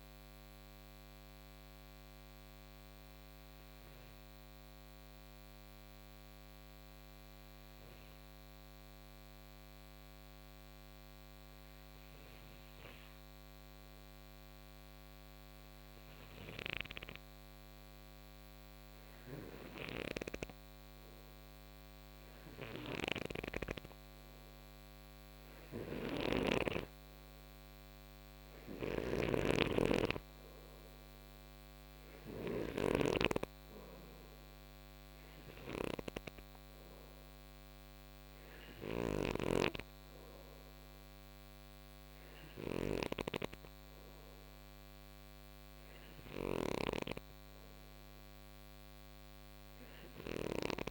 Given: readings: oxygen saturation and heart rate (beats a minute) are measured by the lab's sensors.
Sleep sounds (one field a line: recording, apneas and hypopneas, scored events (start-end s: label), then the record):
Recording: breathing in sleep by a microphone on the trachea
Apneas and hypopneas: none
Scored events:
0.00-4.50 s: oxygen desaturation (device-marked, oxygen 90% lowest, heart rate 57 extreme)
21.50-48.50 s: oxygen desaturation (device-marked, oxygen 97% before, 91% lowest, heart rate 62 before, 58 extreme)
22.00-26.00 s: snoring (device-marked)
28.00-50.91 s: snoring (device-marked)
From the record:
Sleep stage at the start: N2 (light sleep)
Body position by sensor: on the right side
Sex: male